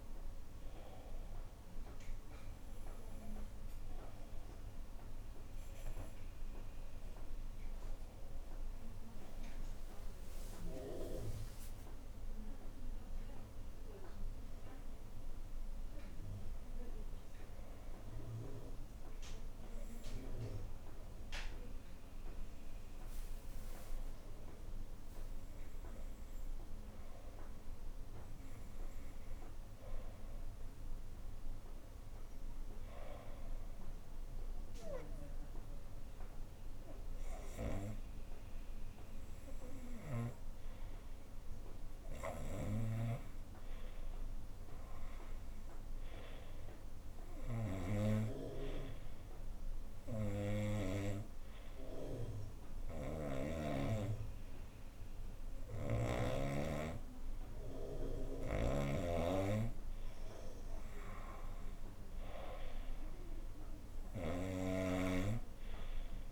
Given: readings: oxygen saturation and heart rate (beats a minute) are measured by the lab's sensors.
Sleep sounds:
breathing in sleep by a room microphone; 1
11.00-15.00 s: arousal
42.00-56.00 s: snoring (device-marked)
49.00-60.50 s: hypopnea (oxygen 96% before, 91% lowest, heart rate 73 before, 74 extreme, up 5 after)
58.00-64.00 s: snoring (device-marked)
63.50-66.32 s: arousal
From the record:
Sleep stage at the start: N2 (light sleep); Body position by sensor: on the right side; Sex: female

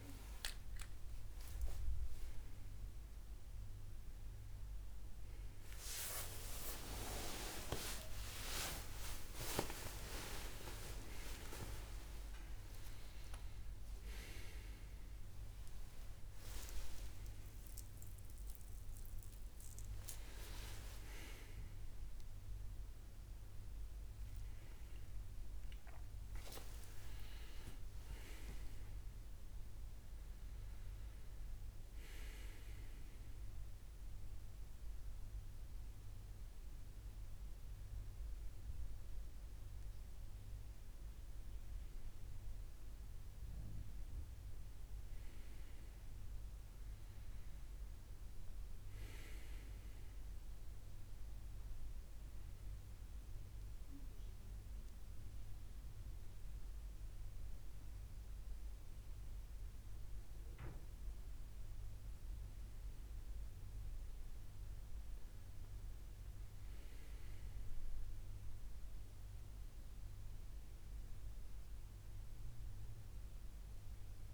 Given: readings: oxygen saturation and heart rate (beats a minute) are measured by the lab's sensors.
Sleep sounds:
a person awake in a sleep study, by a room microphone; none
41.50-71.50 s: new sleep stage, N1 (lightest sleep)
71.50-74.34 s: new sleep stage, N2 (light sleep)
From the record:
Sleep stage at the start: awake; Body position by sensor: on the left side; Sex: male

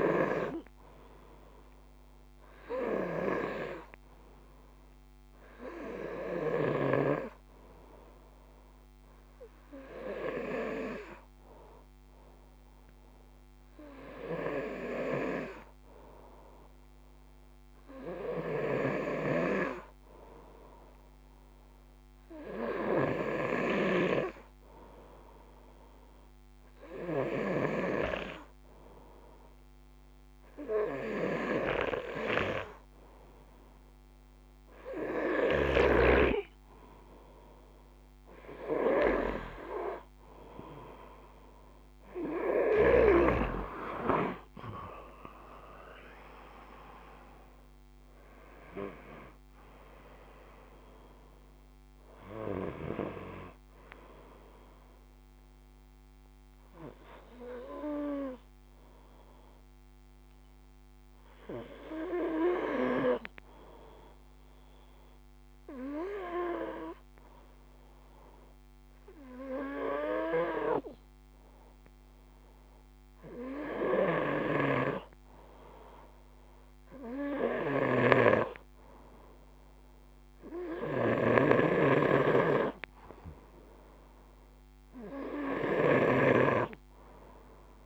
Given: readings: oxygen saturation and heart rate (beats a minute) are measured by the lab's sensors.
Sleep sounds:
breathing in sleep by a microphone on the trachea; 1
44.00-48.00 s: arousal
55.50-74.00 s: hypopnea (oxygen 96% before, 95% lowest, heart rate 57 before, 53 extreme, up 2 after)
73.50-87.86 s: snoring (device-marked)
75.50-79.50 s: arousal
From the record:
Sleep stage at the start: N2 (light sleep); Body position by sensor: on the front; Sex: male

